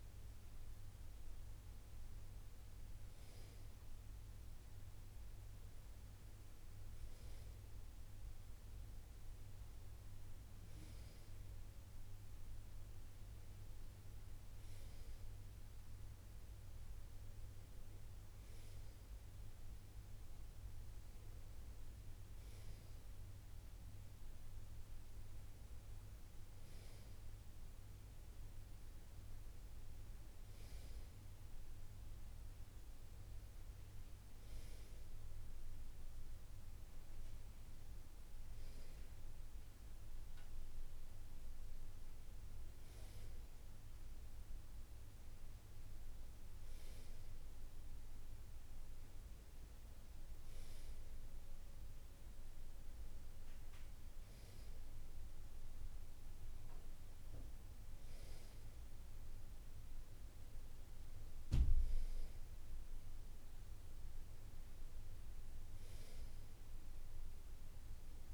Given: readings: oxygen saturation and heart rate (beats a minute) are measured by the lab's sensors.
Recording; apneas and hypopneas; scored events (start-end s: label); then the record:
breathing in sleep, hard to hear, by a room microphone; none
none scored
From the record:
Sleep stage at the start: N2 (light sleep); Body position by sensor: on the right side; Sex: male